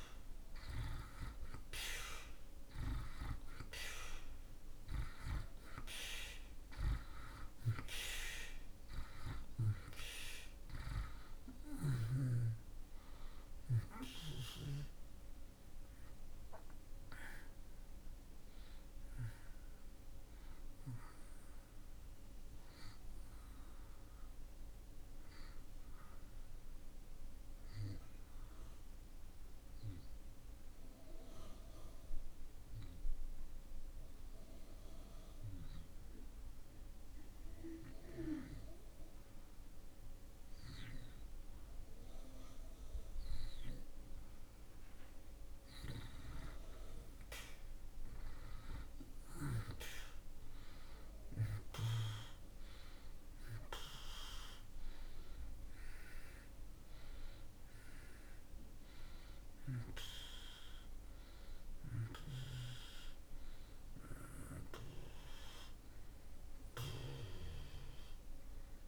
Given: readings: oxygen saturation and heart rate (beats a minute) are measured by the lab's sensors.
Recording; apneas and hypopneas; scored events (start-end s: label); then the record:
breathing in sleep by a room microphone; 1
0.00-2.50 s: arousal
3.00-40.00 s: oxygen desaturation (device-marked, oxygen 95% before, 78% lowest)
7.00-68.88 s: new sleep stage, N2 (light sleep)
26.00-43.50 s: obstructive apnea (oxygen 95% before, 82% lowest)
46.50-52.00 s: arousal
50.00-68.88 s: oxygen desaturation (device-marked, oxygen 95% before, 82% lowest)
From the record:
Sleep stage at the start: REM sleep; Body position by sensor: on the back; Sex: male